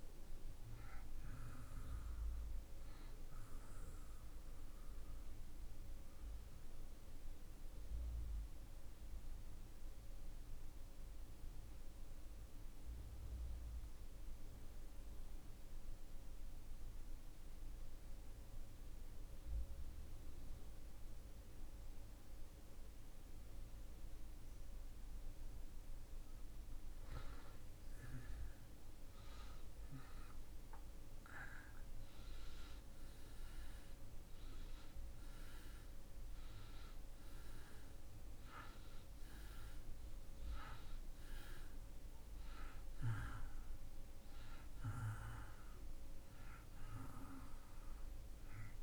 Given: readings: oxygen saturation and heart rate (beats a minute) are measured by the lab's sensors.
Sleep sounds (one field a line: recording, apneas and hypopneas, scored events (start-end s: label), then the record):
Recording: breathing in sleep by a room microphone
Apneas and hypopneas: 1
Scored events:
0.00-19.00 s: oxygen desaturation (device-marked, oxygen 76% lowest)
5.00-27.00 s: obstructive apnea (oxygen 97% before, 76% lowest)
29.50-33.00 s: arousal
35.00-48.83 s: oxygen desaturation (device-marked, oxygen 97% before, 78% lowest)
From the record:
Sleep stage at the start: REM sleep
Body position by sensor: on the back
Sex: male